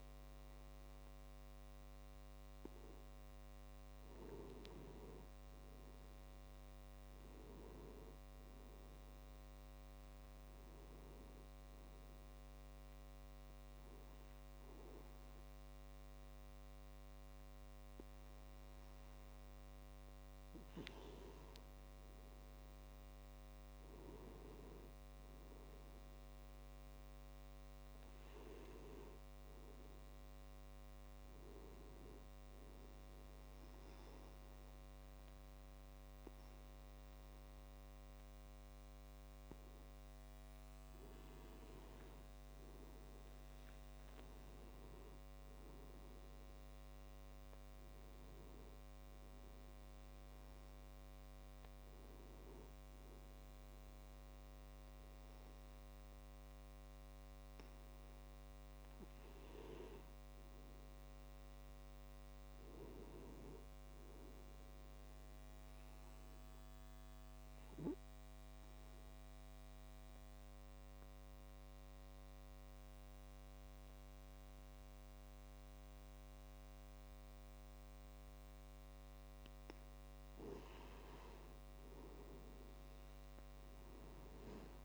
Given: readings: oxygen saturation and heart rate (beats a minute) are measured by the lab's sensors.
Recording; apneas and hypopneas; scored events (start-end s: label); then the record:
breathing in sleep by a microphone on the trachea; 3
3.00-6.00 s: tachycardia (device-marked, heart rate 67 before, 87 extreme)
5.00-8.50 s: arousal
7.00-13.00 s: tachycardia (device-marked, heart rate 67 before, 107 extreme)
11.50-21.50 s: hypopnea (oxygen 95% before, 93% lowest, heart rate 78 before, 27 extreme)
19.00-30.00 s: tachycardia (device-marked, heart rate 68 before, 135 extreme)
24.50-28.50 s: arousal
32.50-42.50 s: obstructive apnea (oxygen 95% before, 90% lowest, heart rate 94 before, 28 extreme)
41.00-48.00 s: tachycardia (device-marked, heart rate 69 before, 133 extreme)
45.00-48.00 s: arousal
65.50-80.00 s: obstructive apnea (oxygen 96% before, 90% lowest, heart rate 68 before, 44 extreme, up 41 after)
80.50-84.85 s: arousal
From the record:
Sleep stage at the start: N2 (light sleep); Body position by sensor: on the back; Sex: male